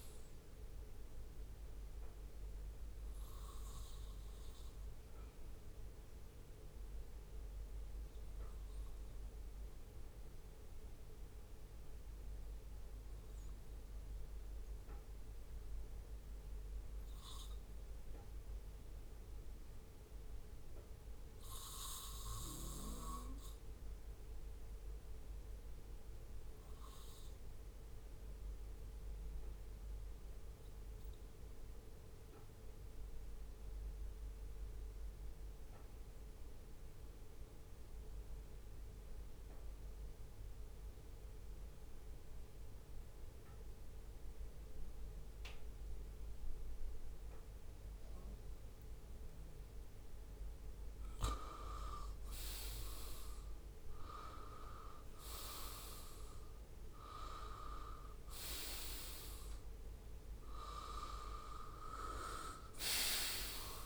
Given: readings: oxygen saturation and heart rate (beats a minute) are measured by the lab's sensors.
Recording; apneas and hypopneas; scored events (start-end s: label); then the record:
breathing in sleep by a room microphone; 1
1.50-49.50 s: obstructive apnea (oxygen 100% before, 94% lowest, heart rate 67 before, 58 extreme, up 10 after)
51.50-55.00 s: arousal
54.50-56.50 s: leg movement (device-marked)
From the record:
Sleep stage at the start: N2 (light sleep); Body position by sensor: on the right side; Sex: male